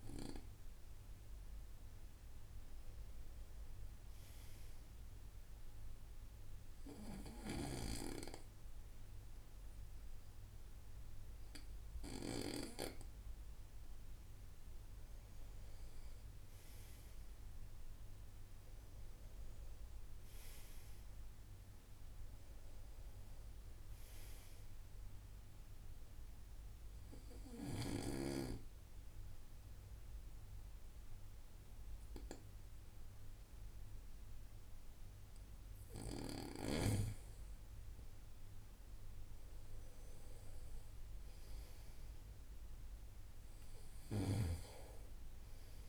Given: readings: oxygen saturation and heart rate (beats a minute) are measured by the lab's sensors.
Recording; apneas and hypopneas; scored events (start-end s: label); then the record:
breathing in sleep by a room microphone; 2
0.00-2.00 s: arousal
5.00-15.50 s: obstructive apnea (oxygen 95% before, 92% lowest, heart rate 59 before, 56 extreme, up 0 after)
17.00-20.50 s: arousal
25.00-37.00 s: obstructive apnea (oxygen 95% before, 91% lowest, heart rate 63 before, 53 extreme, up 4 after)
39.50-43.50 s: arousal
From the record:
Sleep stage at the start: N2 (light sleep); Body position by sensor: on the right side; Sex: male